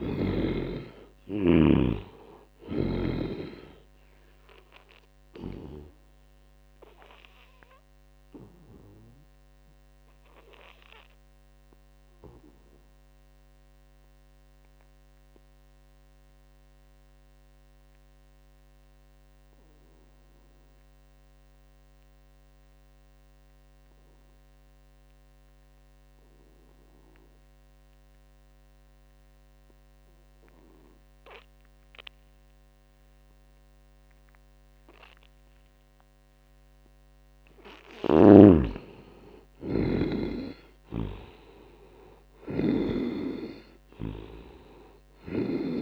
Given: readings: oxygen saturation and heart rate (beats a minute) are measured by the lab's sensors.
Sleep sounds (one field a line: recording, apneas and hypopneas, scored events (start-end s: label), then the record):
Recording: breathing in sleep by a microphone on the trachea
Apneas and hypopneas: 1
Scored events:
0.00-1.50 s: snoring (device-marked)
0.00-17.00 s: oxygen desaturation (device-marked, oxygen 75% lowest, heart rate 63 extreme)
4.50-36.00 s: obstructive apnea (oxygen 99% before, 73% lowest, heart rate 75 before, 63 extreme, up 1 after)
27.00-45.81 s: oxygen desaturation (device-marked, oxygen 98% before, 73% lowest, heart rate 78 before, 63 extreme)
37.50-42.00 s: arousal
37.50-45.81 s: snoring (device-marked)
From the record:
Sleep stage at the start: N2 (light sleep)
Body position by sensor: on the back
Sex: male